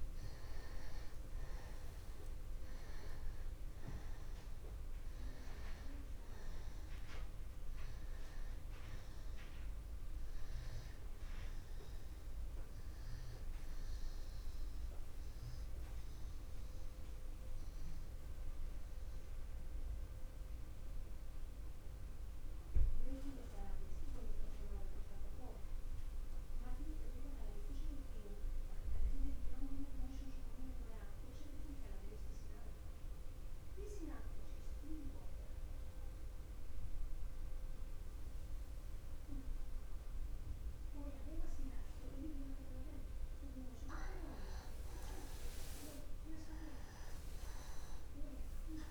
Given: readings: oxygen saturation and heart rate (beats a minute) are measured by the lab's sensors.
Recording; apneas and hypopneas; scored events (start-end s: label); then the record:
breathing in sleep by a room microphone; 1
0.00-23.50 s: oxygen desaturation (device-marked, oxygen 86% lowest, heart rate 44 extreme)
18.00-44.00 s: mixed apnea (oxygen 94% before, 86% lowest, heart rate 67 before, 44 extreme, up 18 after)
47.50-48.91 s: arousal
From the record:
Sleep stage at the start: N2 (light sleep); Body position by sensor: on the back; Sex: male